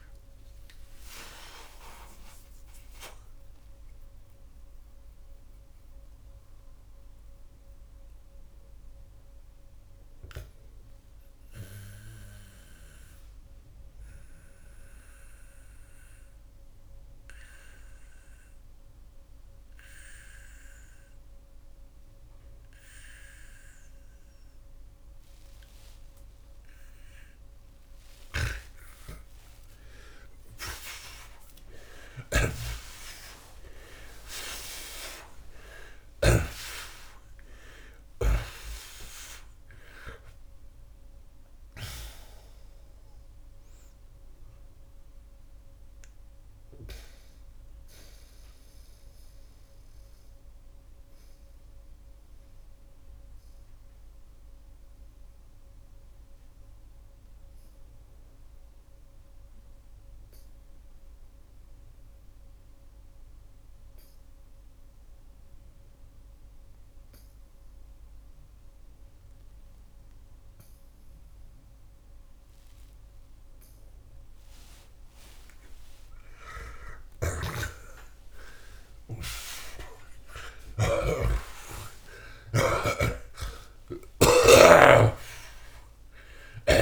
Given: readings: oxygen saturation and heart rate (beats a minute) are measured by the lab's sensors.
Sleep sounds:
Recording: breathing in sleep by a room microphone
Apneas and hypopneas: 2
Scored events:
1.50-27.00 s: mixed apnea (oxygen 94% before, 77% lowest)
5.50-26.50 s: oxygen desaturation (device-marked, oxygen 93% before, 77% lowest)
28.00-36.00 s: snoring (device-marked)
28.50-32.50 s: arousal
46.50-75.50 s: mixed apnea (oxygen 94% before, 76% lowest)
47.50-74.50 s: oxygen desaturation (device-marked, oxygen 91% before, 78% lowest)
74.50-86.82 s: new sleep stage, N2 (light sleep)
77.00-84.00 s: snoring (device-marked)
77.50-81.50 s: arousal
From the record:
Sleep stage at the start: REM sleep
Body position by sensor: on the back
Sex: male

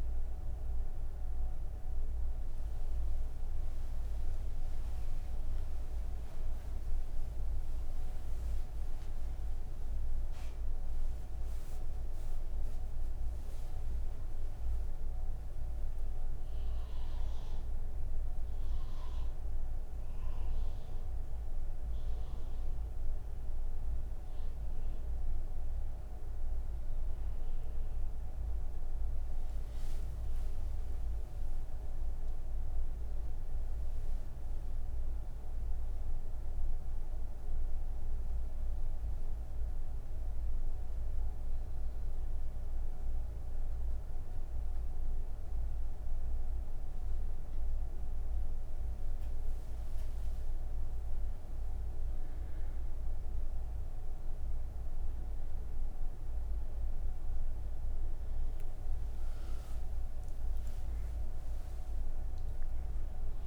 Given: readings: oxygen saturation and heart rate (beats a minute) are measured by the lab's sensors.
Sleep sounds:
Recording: breathing in sleep, hard to hear, by a room microphone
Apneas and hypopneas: 1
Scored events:
37.50-48.00 s: obstructive apnea (oxygen 98% before, 95% lowest)
From the record:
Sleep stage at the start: N3 (deep sleep)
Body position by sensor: on the right side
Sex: female

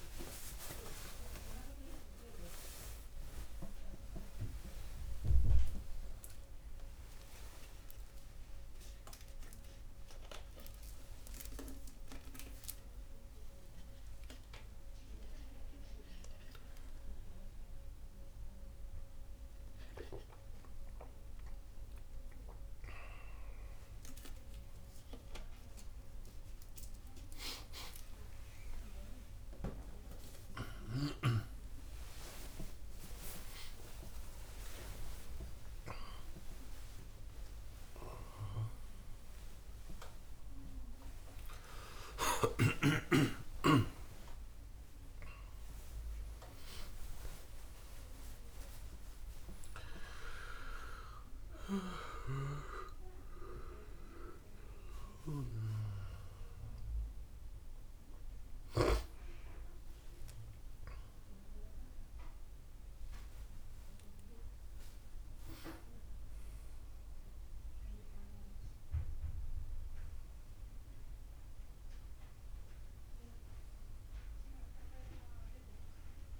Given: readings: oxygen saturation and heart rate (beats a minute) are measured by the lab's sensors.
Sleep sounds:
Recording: a person awake in a sleep study, by a room microphone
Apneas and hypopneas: none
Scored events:
24.50-33.50 s: oxygen desaturation (device-marked, oxygen 98% before, 93% lowest, heart rate 89 before, 86 extreme)
From the record:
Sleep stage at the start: awake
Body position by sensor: on the back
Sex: male

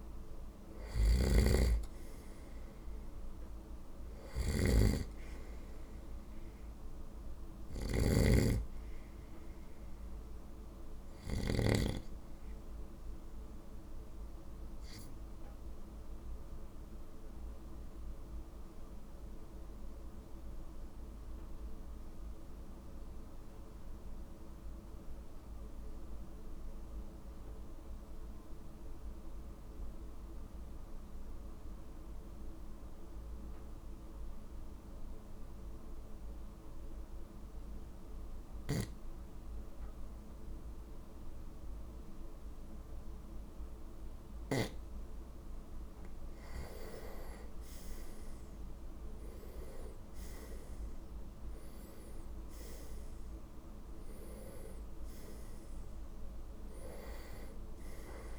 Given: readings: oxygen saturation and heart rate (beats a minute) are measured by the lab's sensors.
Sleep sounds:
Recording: breathing in sleep by a room microphone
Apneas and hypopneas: 1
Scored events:
0.00-9.00 s: oxygen desaturation (device-marked, oxygen 92% lowest, heart rate 50 extreme)
0.50-11.50 s: snoring (device-marked)
14.50-44.50 s: obstructive apnea (oxygen 96% before, 91% lowest, heart rate 53 before, 50 extreme, up 5 after)
46.50-49.50 s: arousal
From the record:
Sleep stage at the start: N2 (light sleep)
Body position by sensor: on the right side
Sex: male

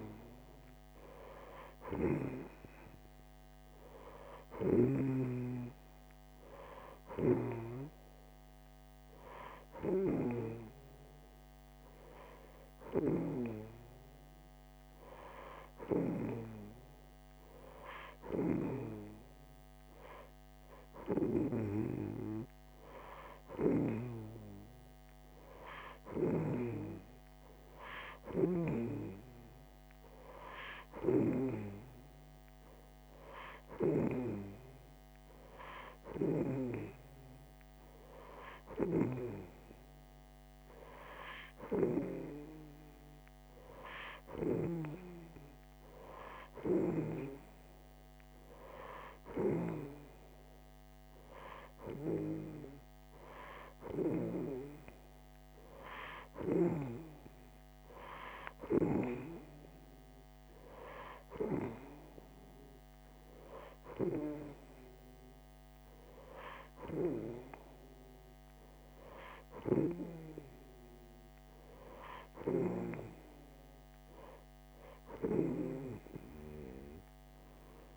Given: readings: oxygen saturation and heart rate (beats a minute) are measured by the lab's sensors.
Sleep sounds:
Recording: breathing in sleep by a microphone on the trachea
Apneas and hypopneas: none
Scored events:
none scored
From the record:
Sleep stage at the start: N2 (light sleep)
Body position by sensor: on the right side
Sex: female

